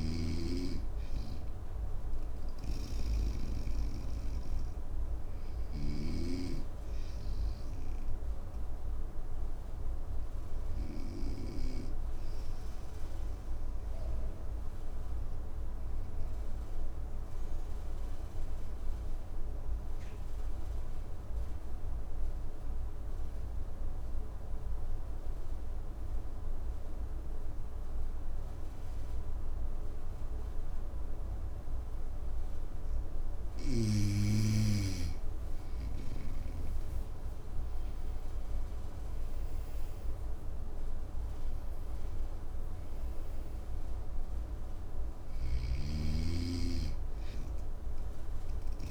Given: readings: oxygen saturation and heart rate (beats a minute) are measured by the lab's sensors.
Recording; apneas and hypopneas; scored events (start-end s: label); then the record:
breathing in sleep by a room microphone; 1
0.00-5.50 s: snoring (device-marked)
0.00-17.00 s: oxygen desaturation (device-marked, oxygen 94% lowest, heart rate 53 extreme)
6.00-32.00 s: obstructive apnea (oxygen 99% before, 92% lowest, heart rate 61 before, 53 extreme, up 11 after)
35.00-39.00 s: arousal
35.00-48.90 s: oxygen desaturation (device-marked, oxygen 98% before, 92% lowest, heart rate 55 before, 55 extreme)
45.00-48.90 s: snoring (device-marked)
From the record:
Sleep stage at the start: N2 (light sleep); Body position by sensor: on the right side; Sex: male